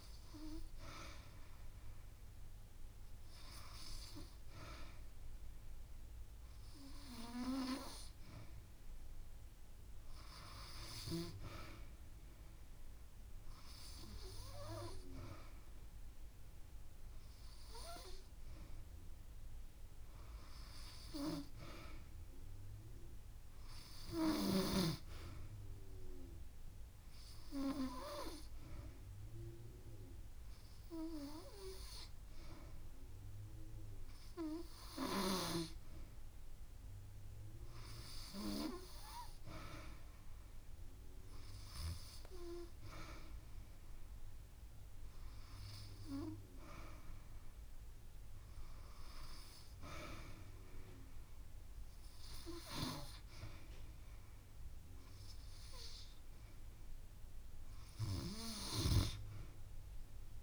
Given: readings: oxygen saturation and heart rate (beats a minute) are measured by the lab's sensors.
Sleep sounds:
breathing in sleep by a room microphone; 1
25.00-36.00 s: obstructive apnea (oxygen 96% before, 93% lowest)
39.50-43.50 s: arousal
From the record:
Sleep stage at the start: N2 (light sleep); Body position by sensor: on the back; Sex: female

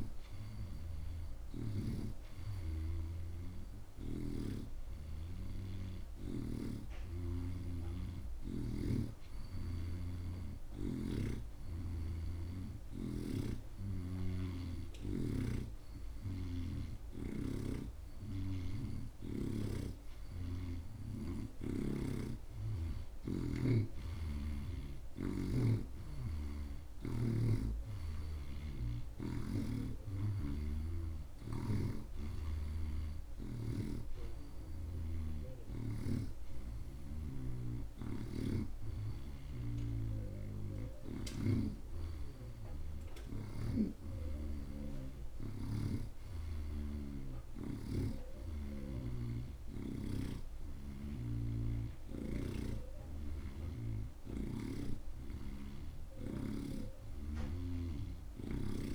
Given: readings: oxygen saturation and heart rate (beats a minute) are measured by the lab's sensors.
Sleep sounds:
breathing in sleep by a room microphone; none
0.00-2.00 s: snoring (device-marked)
6.50-25.00 s: snoring (device-marked)
29.50-33.00 s: snoring (device-marked)
35.00-41.50 s: snoring (device-marked)
43.50-50.50 s: snoring (device-marked)
52.50-58.95 s: snoring (device-marked)
From the record:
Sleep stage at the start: N2 (light sleep); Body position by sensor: on the right side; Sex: male

